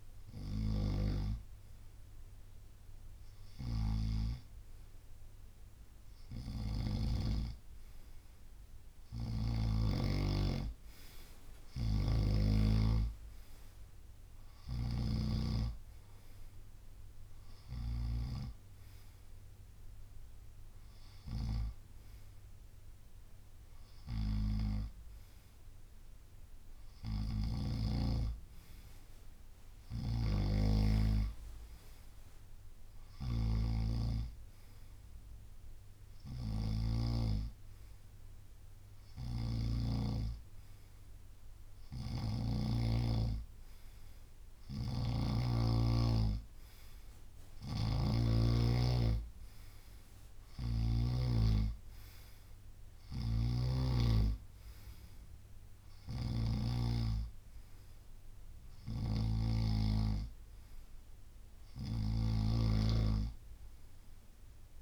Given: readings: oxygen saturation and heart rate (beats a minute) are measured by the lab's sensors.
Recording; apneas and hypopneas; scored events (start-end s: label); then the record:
breathing in sleep by a room microphone; none
0.00-5.50 s: drop in pulse transit time (device-marked, heart rate 67 extreme)
0.00-7.00 s: snoring (device-marked)
11.50-15.00 s: snoring (device-marked)
16.50-21.50 s: drop in pulse transit time (device-marked, heart rate 78 before, 70 extreme)
29.50-37.00 s: snoring (device-marked)
39.00-42.50 s: snoring (device-marked)
44.50-51.00 s: snoring (device-marked)
48.50-56.50 s: drop in pulse transit time (device-marked, heart rate 70 before, 73 extreme)
53.00-64.82 s: snoring (device-marked)
From the record:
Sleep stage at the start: N2 (light sleep); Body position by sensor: on the right side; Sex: male